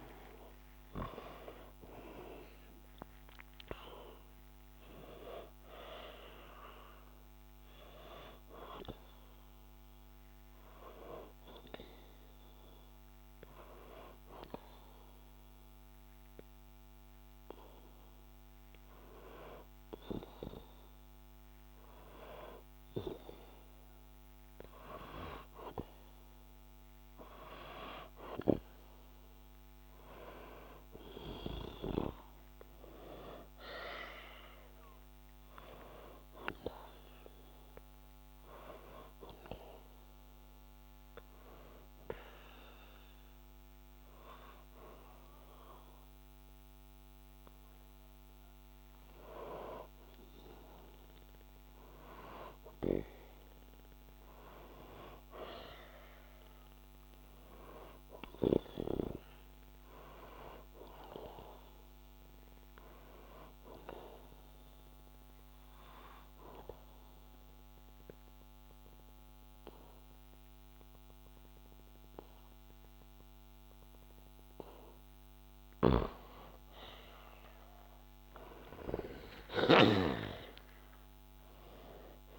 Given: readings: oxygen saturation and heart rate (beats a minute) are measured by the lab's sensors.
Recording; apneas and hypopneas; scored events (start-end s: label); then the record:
breathing in sleep by a microphone on the trachea; 3
0.00-3.50 s: arousal
9.50-24.50 s: hypopnea (oxygen 98% before, 93% lowest, heart rate 62 before, 60 extreme, up 1 after)
29.50-35.00 s: arousal
39.00-51.00 s: hypopnea (oxygen 98% before, 92% lowest, heart rate 62 before, 61 extreme, up 1 after)
54.50-58.50 s: arousal
64.50-75.50 s: obstructive apnea (oxygen 96% before, 92% lowest, heart rate 62 before, 62 extreme, up 3 after)
77.00-82.00 s: arousal
From the record:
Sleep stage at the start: N2 (light sleep); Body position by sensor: on the back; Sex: male